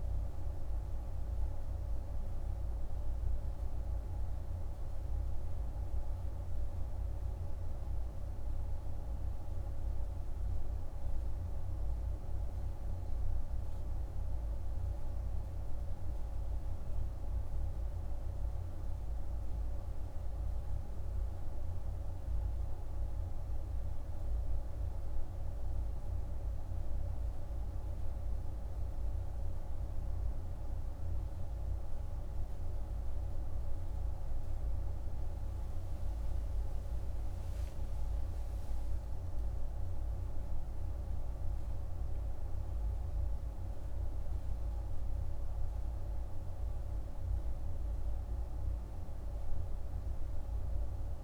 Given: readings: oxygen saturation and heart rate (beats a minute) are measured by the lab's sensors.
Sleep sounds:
breathing in sleep, hard to hear, by a room microphone; none
none scored
From the record:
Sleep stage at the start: N1 (lightest sleep); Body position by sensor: on the back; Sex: male

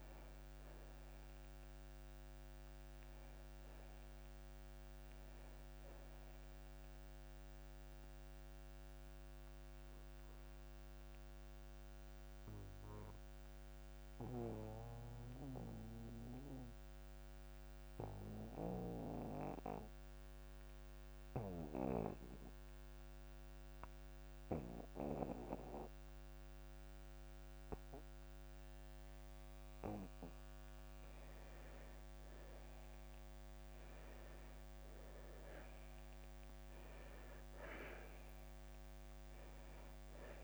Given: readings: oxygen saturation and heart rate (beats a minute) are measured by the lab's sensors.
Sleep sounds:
breathing in sleep by a microphone on the trachea; 1
0.00-19.50 s: oxygen desaturation (device-marked, oxygen 74% lowest)
8.50-32.00 s: mixed apnea (oxygen 87% before, 74% lowest)
33.50-37.00 s: arousal
36.50-40.44 s: oxygen desaturation (device-marked, oxygen 99% before, 85% lowest)
From the record:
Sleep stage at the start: N2 (light sleep); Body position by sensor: on the back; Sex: male

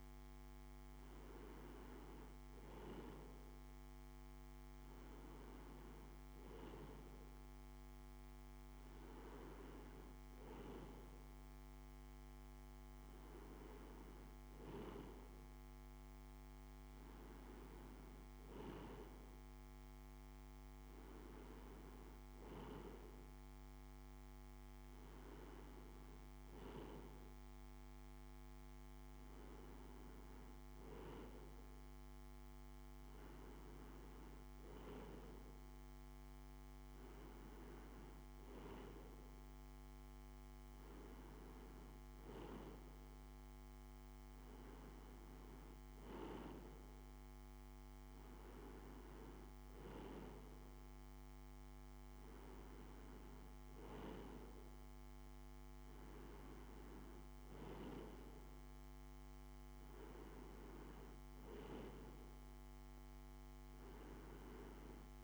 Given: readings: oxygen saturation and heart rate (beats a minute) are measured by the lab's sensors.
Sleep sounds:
breathing in sleep by a microphone on the trachea; none
none scored
From the record:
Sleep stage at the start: N2 (light sleep); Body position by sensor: on the right side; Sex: male

